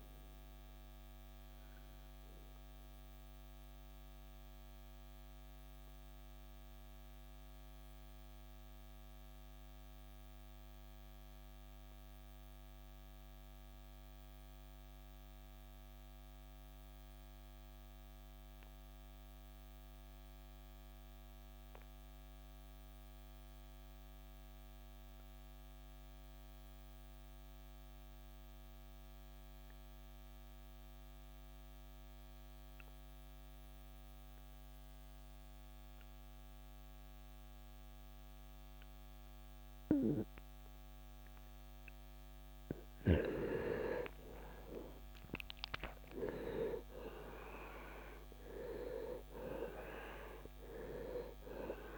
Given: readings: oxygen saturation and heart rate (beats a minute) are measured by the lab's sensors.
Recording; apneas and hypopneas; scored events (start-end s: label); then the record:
breathing in sleep by a microphone on the trachea; 1
0.00-14.50 s: oxygen desaturation (device-marked, oxygen 82% lowest, heart rate 57 extreme)
1.00-42.50 s: mixed apnea (oxygen 96% before, 81% lowest, heart rate 83 before, 57 extreme, up 18 after)
37.50-51.98 s: oxygen desaturation (device-marked, oxygen 98% before, 81% lowest, heart rate 64 before, 46 extreme)
44.00-48.00 s: arousal
From the record:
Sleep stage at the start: REM sleep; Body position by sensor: on the right side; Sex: male